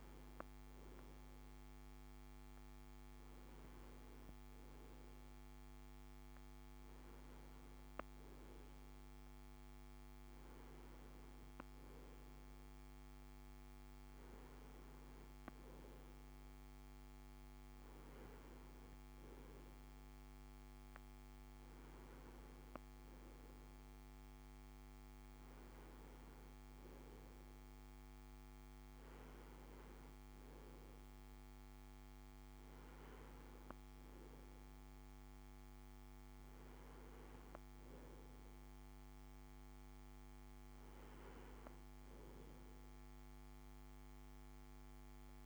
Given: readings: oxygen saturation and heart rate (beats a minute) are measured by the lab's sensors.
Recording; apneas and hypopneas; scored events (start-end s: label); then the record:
breathing in sleep, hard to hear, by a microphone on the trachea; none
8.00-11.00 s: oxygen desaturation (device-marked, oxygen 97% before, 96% lowest, heart rate 64 before, 60 extreme)
25.00-45.46 s: new sleep stage, N2 (light sleep)
From the record:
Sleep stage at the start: N1 (lightest sleep); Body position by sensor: on the right side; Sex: male